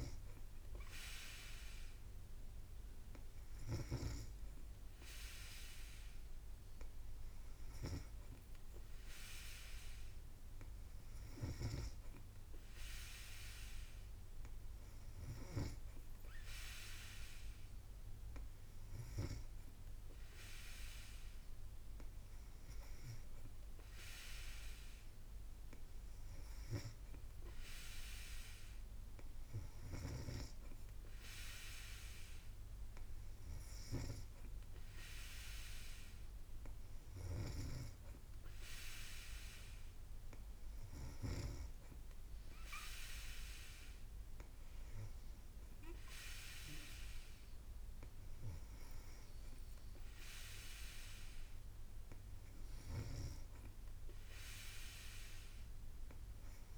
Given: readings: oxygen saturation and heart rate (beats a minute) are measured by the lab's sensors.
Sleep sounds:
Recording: breathing in sleep by a room microphone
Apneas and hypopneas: none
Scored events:
0.00-4.00 s: snoring (device-marked)
From the record:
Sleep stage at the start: N3 (deep sleep)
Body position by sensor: on the back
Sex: female

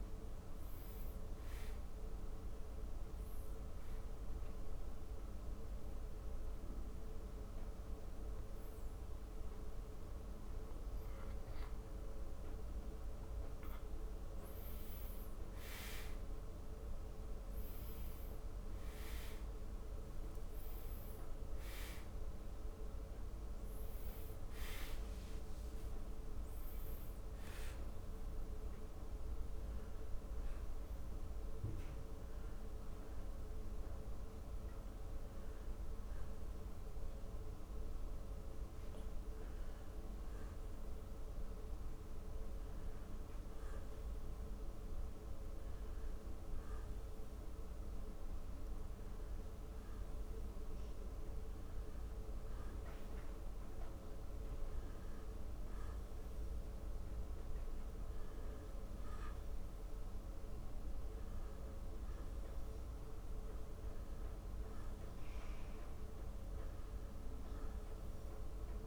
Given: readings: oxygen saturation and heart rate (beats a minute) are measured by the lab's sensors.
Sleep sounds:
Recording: a person partly awake in a sleep study, hard to hear, by a room microphone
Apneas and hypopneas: none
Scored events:
2.00-68.86 s: new sleep stage, N1 (lightest sleep)
18.00-30.00 s: oxygen desaturation (device-marked, oxygen 96% before, 92% lowest, heart rate 87 before, 84 extreme)
25.50-30.00 s: arousal
From the record:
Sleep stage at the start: awake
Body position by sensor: on the back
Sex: male

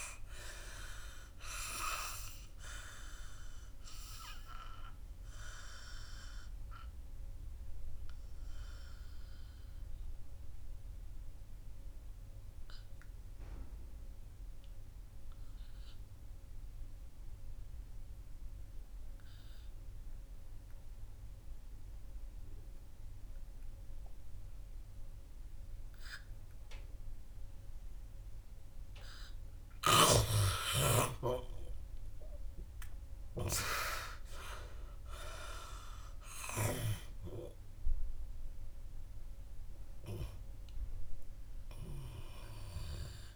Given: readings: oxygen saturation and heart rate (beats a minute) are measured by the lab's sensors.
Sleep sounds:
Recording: breathing in sleep by a room microphone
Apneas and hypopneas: 1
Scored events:
0.00-28.00 s: oxygen desaturation (device-marked, oxygen 90% lowest, heart rate 58 extreme)
7.00-29.50 s: obstructive apnea (oxygen 100% before, 89% lowest, heart rate 67 before, 58 extreme, up 15 after)
32.50-37.50 s: arousal
From the record:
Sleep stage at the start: N2 (light sleep)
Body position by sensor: on the right side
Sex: male

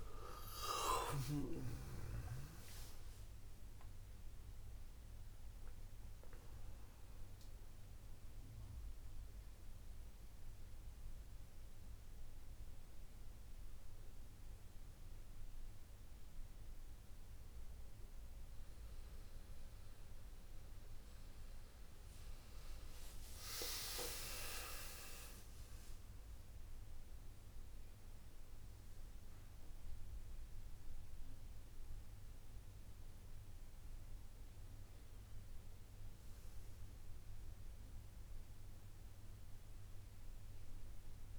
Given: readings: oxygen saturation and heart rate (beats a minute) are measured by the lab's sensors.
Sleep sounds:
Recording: a person partly awake in a sleep study, by a room microphone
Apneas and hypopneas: none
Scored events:
7.00-41.39 s: new sleep stage, N1 (lightest sleep)
25.00-37.00 s: oxygen desaturation (device-marked, oxygen 97% before, 89% lowest, heart rate 76 before, 77 extreme)
From the record:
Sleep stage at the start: awake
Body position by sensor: on the back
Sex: male

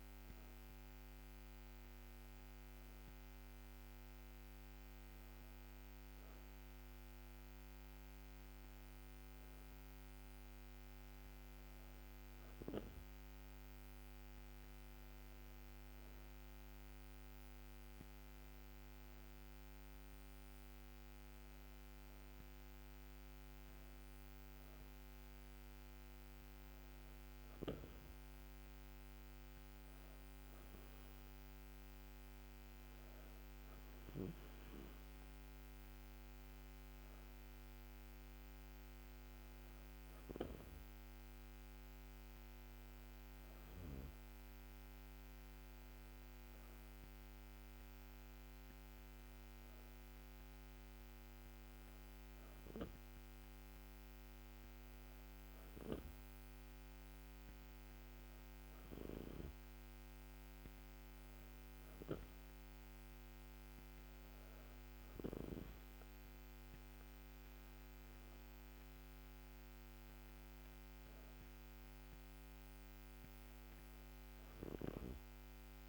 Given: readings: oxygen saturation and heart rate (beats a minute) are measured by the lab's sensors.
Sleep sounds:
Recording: breathing in sleep, hard to hear, by a microphone on the trachea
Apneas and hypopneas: none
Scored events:
73.00-75.89 s: arousal
From the record:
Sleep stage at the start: N2 (light sleep)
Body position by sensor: on the back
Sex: female

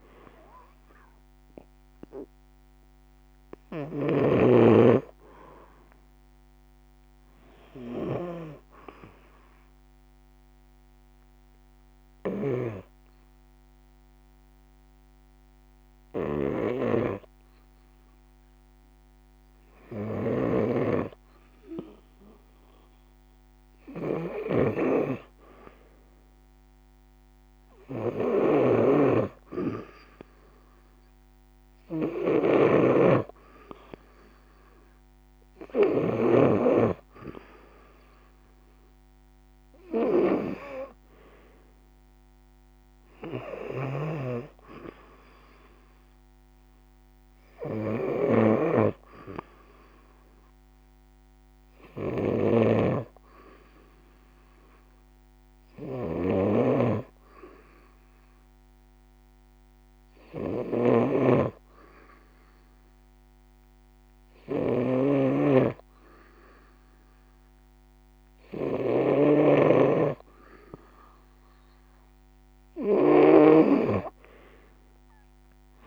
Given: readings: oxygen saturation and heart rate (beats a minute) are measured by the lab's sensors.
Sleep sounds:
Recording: breathing in sleep by a microphone on the trachea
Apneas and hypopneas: 2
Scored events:
0.00-19.00 s: oxygen desaturation (device-marked, oxygen 89% lowest, heart rate 63 extreme)
0.00-72.50 s: snoring (device-marked)
9.00-23.00 s: obstructive apnea (oxygen 94% before, 89% lowest, heart rate 66 before, 63 extreme, up 3 after)
25.50-29.50 s: arousal
34.00-57.00 s: oxygen desaturation (device-marked, oxygen 94% before, 89% lowest, heart rate 64 before, 61 extreme)
44.00-48.00 s: arousal
51.50-70.00 s: hypopnea (oxygen 94% before, 88% lowest, heart rate 67 before, 64 extreme, up 14 after)
From the record:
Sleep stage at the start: N2 (light sleep)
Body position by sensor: on the right side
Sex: female

